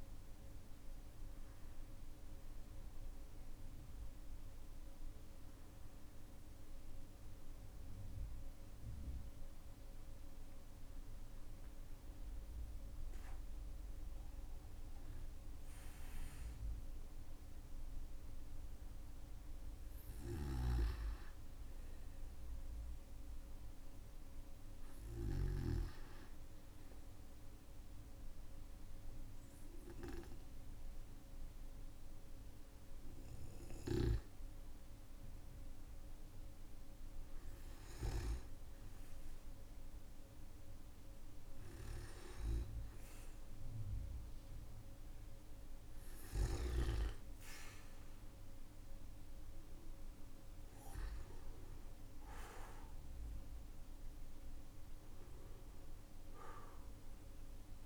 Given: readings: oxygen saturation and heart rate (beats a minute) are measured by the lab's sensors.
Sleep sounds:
a person partly awake in a sleep study, by a room microphone; none
20.00-57.86 s: new sleep stage, N1 (lightest sleep)
From the record:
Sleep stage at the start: awake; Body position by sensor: on the right side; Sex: male

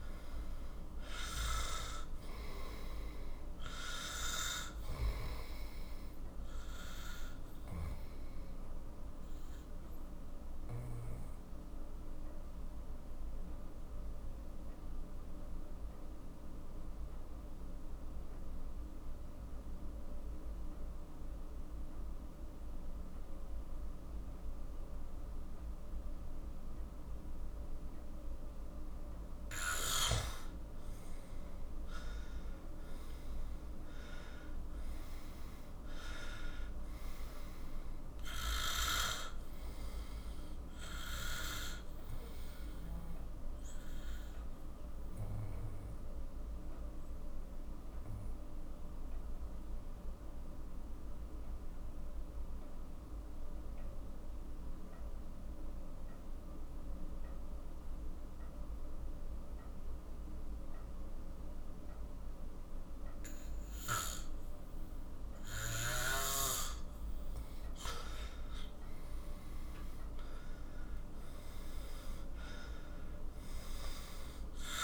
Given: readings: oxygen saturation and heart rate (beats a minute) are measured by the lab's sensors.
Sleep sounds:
breathing in sleep by a room microphone; 2
0.00-1.00 s: arousal
0.00-20.00 s: oxygen desaturation (device-marked, oxygen 91% lowest, heart rate 43 extreme)
7.00-28.50 s: obstructive apnea (oxygen 96% before, 91% lowest, heart rate 53 before, 41 extreme, up 16 after)
30.50-35.00 s: arousal
34.00-42.00 s: oxygen desaturation (device-marked, oxygen 96% before, 92% lowest, heart rate 47 before, 41 extreme)
43.50-66.50 s: obstructive apnea (oxygen 96% before, 91% lowest, heart rate 51 before, 41 extreme, up 13 after)
68.00-74.84 s: oxygen desaturation (device-marked, oxygen 97% before, 92% lowest, heart rate 47 before, 41 extreme)
69.00-73.50 s: arousal
From the record:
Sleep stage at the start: N2 (light sleep); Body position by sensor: on the back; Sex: male

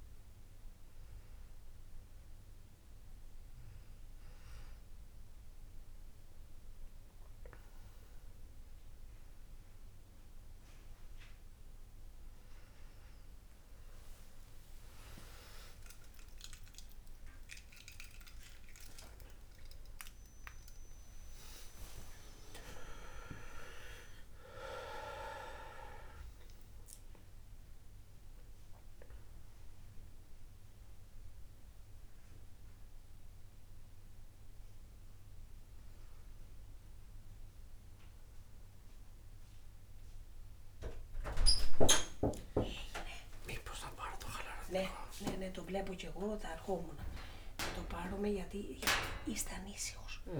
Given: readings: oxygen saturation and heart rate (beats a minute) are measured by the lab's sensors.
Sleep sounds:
a person awake in a sleep study, by a room microphone; none
14.50-50.40 s: new sleep stage, awake
From the record:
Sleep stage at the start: N1 (lightest sleep); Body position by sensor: on the back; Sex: male

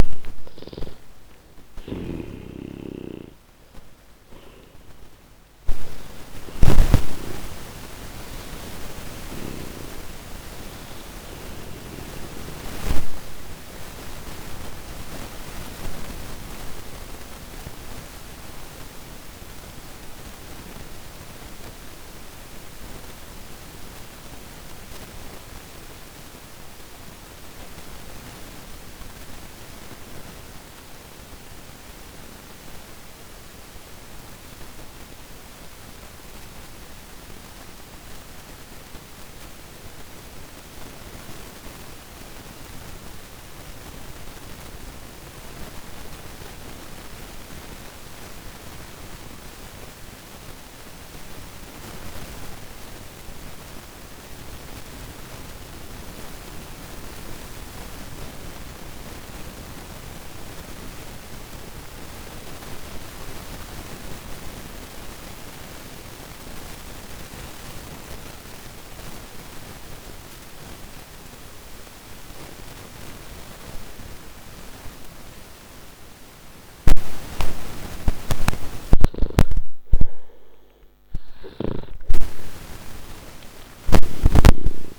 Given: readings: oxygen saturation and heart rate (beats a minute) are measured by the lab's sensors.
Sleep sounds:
breathing in sleep by a microphone on the trachea; 1
0.00-2.00 s: arousal
0.00-9.00 s: snoring (device-marked)
0.00-49.50 s: oxygen desaturation (device-marked, oxygen 82% lowest)
12.00-76.00 s: mixed apnea (oxygen 96% before, 79% lowest)
75.50-84.99 s: oxygen desaturation (device-marked, oxygen 97% before, 79% lowest)
78.00-83.50 s: arousal
From the record:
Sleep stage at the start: N2 (light sleep); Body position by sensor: on the back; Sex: male

